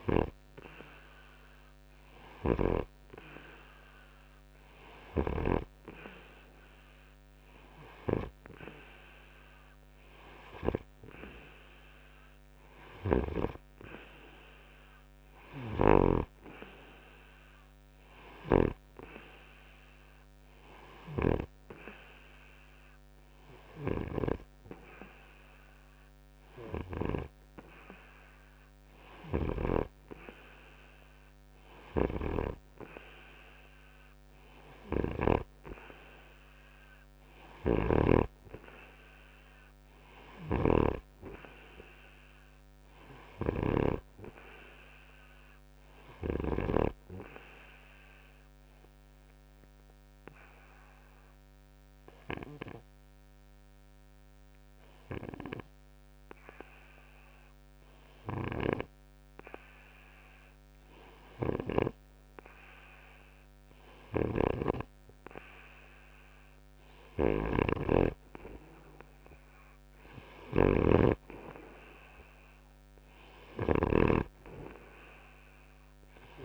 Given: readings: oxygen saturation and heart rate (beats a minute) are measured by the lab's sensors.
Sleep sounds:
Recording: breathing in sleep by a microphone on the trachea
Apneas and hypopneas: 1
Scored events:
37.50-44.00 s: snoring (device-marked)
48.50-59.00 s: obstructive apnea (oxygen 92% before, 89% lowest, heart rate 68 before, 66 extreme, up 2 after)
60.50-64.50 s: arousal
67.50-76.45 s: snoring (device-marked)
From the record:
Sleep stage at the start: N2 (light sleep)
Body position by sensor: on the front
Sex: male

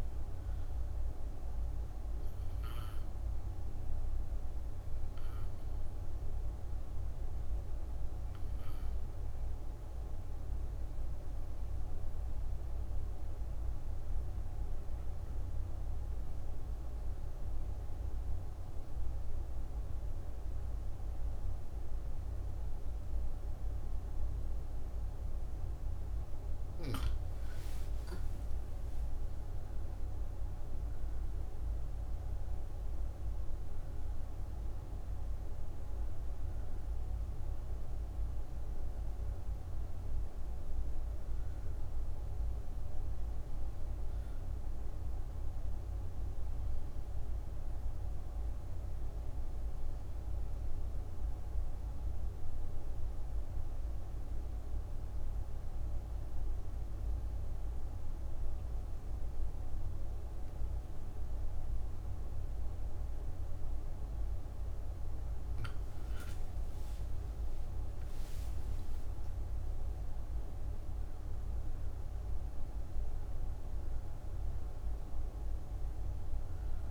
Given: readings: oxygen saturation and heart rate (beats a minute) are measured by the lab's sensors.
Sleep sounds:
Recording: breathing in sleep, hard to hear, by a room microphone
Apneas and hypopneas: 2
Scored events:
0.00-17.00 s: oxygen desaturation (device-marked, oxygen 91% lowest, heart rate 58 extreme)
12.00-26.50 s: obstructive apnea (oxygen 95% before, 85% lowest, heart rate 68 before, 57 extreme, up 10 after)
27.50-32.00 s: arousal
28.00-59.00 s: oxygen desaturation (device-marked, oxygen 95% before, 85% lowest, heart rate 62 before, 57 extreme)
52.00-65.00 s: obstructive apnea (oxygen 95% before, 85% lowest, heart rate 65 before, 58 extreme, up 20 after)
66.00-70.50 s: arousal
74.00-76.91 s: oxygen desaturation (device-marked, oxygen 97% before, 87% lowest, heart rate 65 before, 56 extreme)
From the record:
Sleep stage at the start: N2 (light sleep)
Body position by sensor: on the back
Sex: female

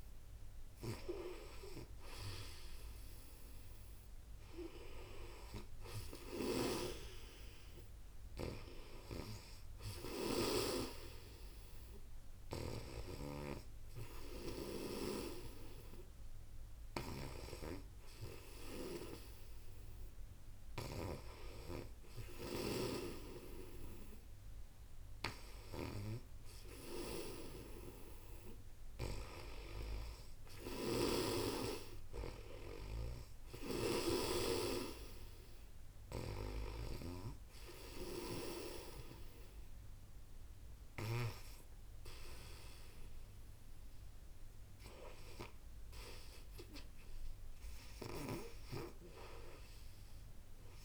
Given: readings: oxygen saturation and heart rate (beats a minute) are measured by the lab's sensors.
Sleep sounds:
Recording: breathing in sleep by a room microphone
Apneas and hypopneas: none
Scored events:
6.00-31.00 s: snoring (device-marked)
33.00-41.00 s: snoring (device-marked)
From the record:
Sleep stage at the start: N2 (light sleep)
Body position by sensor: on the back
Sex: female

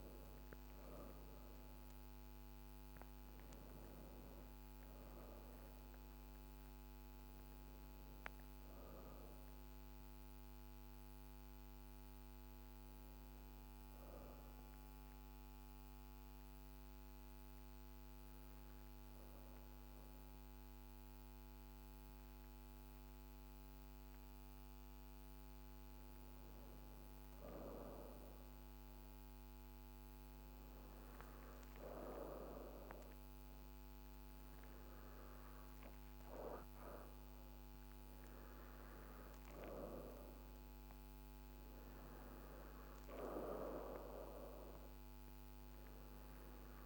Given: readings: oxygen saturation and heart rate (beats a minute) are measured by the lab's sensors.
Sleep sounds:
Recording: breathing in sleep by a microphone on the trachea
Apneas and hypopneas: 1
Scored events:
0.00-6.50 s: oxygen desaturation (device-marked, oxygen 92% lowest, heart rate 49 extreme)
13.00-25.00 s: obstructive apnea (oxygen 99% before, 91% lowest, heart rate 63 before, 50 extreme, up 5 after)
28.50-32.50 s: arousal
33.50-46.86 s: oxygen desaturation (device-marked, oxygen 97% before, 91% lowest, heart rate 52 before, 51 extreme)
From the record:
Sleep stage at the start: N2 (light sleep)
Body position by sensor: on the back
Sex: female

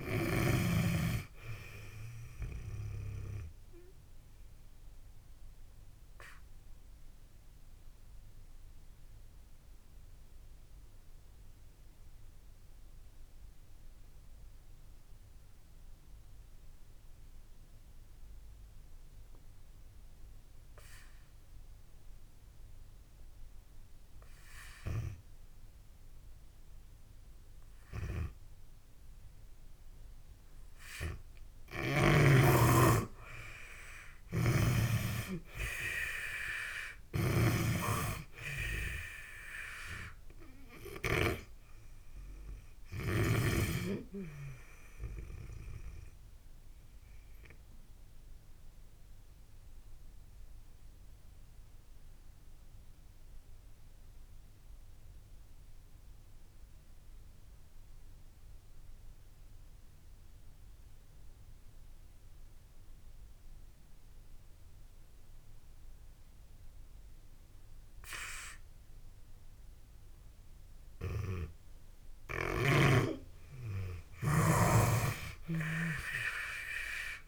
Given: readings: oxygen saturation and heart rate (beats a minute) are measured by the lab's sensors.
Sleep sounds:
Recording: breathing in sleep by a room microphone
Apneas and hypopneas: 2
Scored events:
5.00-31.00 s: obstructive apnea (oxygen 96% before, 83% lowest)
12.50-26.50 s: oxygen desaturation (device-marked, oxygen 93% before, 83% lowest)
34.00-37.00 s: arousal
34.00-41.00 s: snoring (device-marked)
42.50-69.50 s: oxygen desaturation (device-marked, oxygen 96% before, 84% lowest)
46.50-70.50 s: obstructive apnea (oxygen 97% before, 82% lowest)
73.00-76.00 s: arousal
From the record:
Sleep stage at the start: N2 (light sleep)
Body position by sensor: on the back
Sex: female

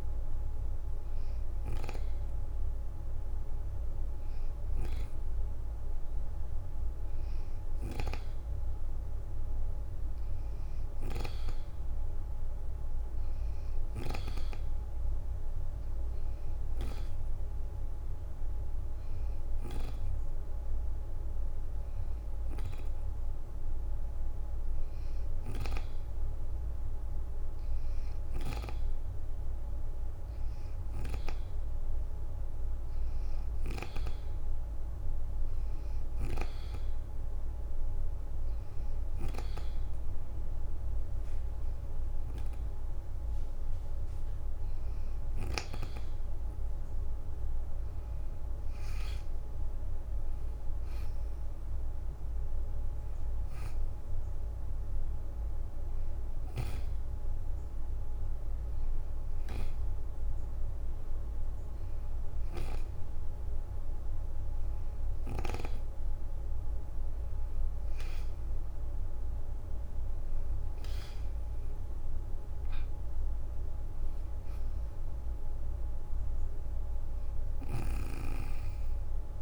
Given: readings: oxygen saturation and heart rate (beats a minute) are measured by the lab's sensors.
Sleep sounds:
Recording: breathing in sleep by a room microphone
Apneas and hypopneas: 1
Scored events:
9.00-12.00 s: leg movement (device-marked)
16.00-29.00 s: oxygen desaturation (device-marked, oxygen 90% before, 86% lowest, heart rate 48 before, 40 extreme)
16.50-18.50 s: leg movement (device-marked)
22.50-24.00 s: leg movement (device-marked)
35.00-45.50 s: hypopnea (oxygen 91% before, 87% lowest, heart rate 55 before, 35 extreme, up 17 after)
39.50-41.50 s: leg movement (device-marked)
47.00-51.00 s: arousal
57.00-69.00 s: oxygen desaturation (device-marked, oxygen 90% before, 87% lowest, heart rate 54 before, 36 extreme)
77.00-79.42 s: snoring (device-marked)
From the record:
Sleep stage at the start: N2 (light sleep)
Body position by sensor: on the back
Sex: female

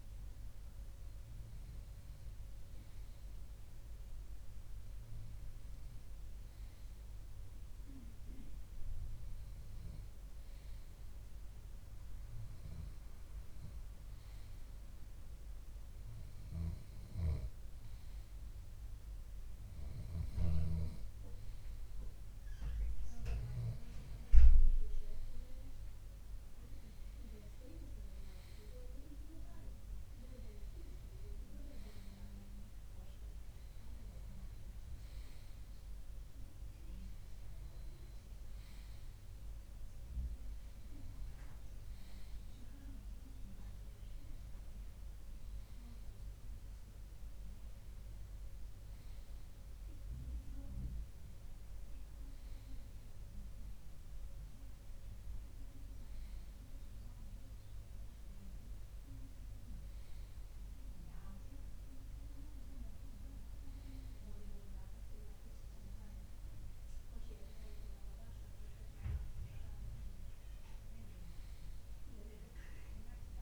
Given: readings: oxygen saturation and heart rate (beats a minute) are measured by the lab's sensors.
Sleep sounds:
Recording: breathing in sleep by a room microphone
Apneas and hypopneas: none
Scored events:
1.00-8.00 s: bradycardia (device-marked, heart rate 61 before, 59 extreme)
17.50-21.00 s: snoring (device-marked)
From the record:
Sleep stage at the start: N2 (light sleep)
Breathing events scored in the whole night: 118 in 4.5 hours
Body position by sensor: on the left side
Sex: male

